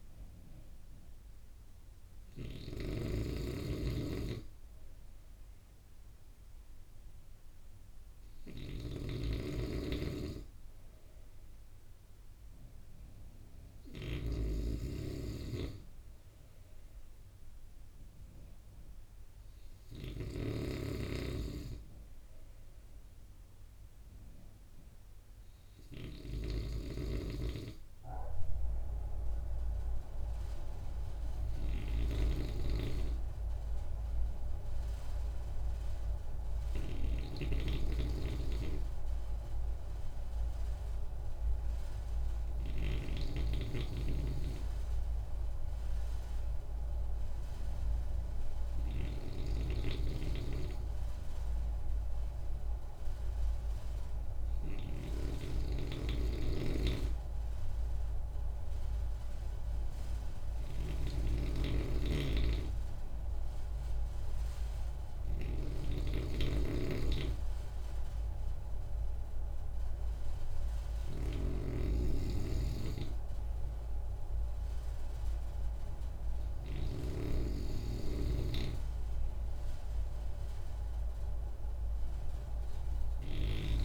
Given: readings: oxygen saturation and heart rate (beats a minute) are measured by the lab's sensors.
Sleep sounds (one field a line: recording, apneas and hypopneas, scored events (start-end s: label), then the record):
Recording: breathing in sleep by a room microphone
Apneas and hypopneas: none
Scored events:
0.00-43.00 s: snoring (device-marked)
49.00-55.00 s: snoring (device-marked)
61.00-77.00 s: snoring (device-marked)
From the record:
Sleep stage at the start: N2 (light sleep)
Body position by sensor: on the right side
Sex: male